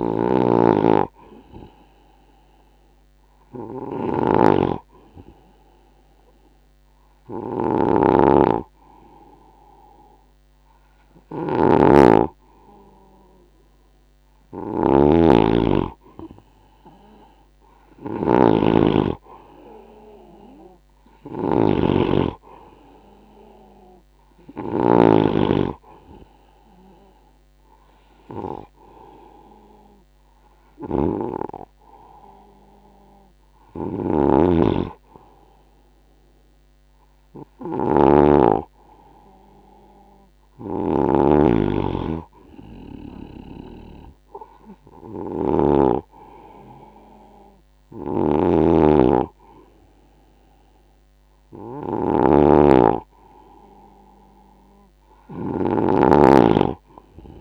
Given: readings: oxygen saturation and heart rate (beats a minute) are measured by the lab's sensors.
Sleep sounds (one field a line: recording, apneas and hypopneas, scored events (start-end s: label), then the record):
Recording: breathing in sleep by a microphone on the trachea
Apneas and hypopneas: none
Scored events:
0.00-8.50 s: oxygen desaturation (device-marked, oxygen 92% lowest, heart rate 73 extreme)
0.00-24.50 s: snoring (device-marked)
30.50-45.50 s: snoring (device-marked)
47.50-57.41 s: snoring (device-marked)
From the record:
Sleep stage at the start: N2 (light sleep)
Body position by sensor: on the right side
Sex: male